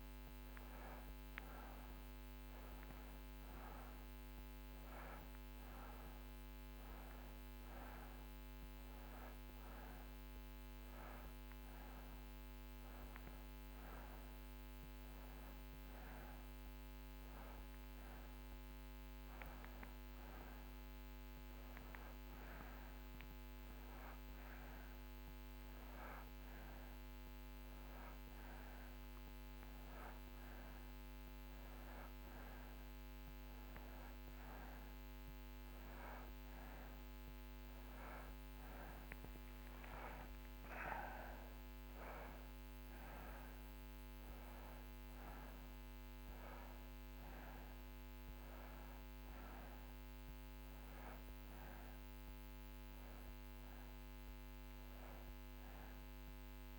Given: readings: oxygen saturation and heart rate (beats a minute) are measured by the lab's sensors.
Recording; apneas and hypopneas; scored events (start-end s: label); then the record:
breathing in sleep, hard to hear, by a microphone on the trachea; none
none scored
From the record:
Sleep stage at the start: N2 (light sleep); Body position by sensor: on the right side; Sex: male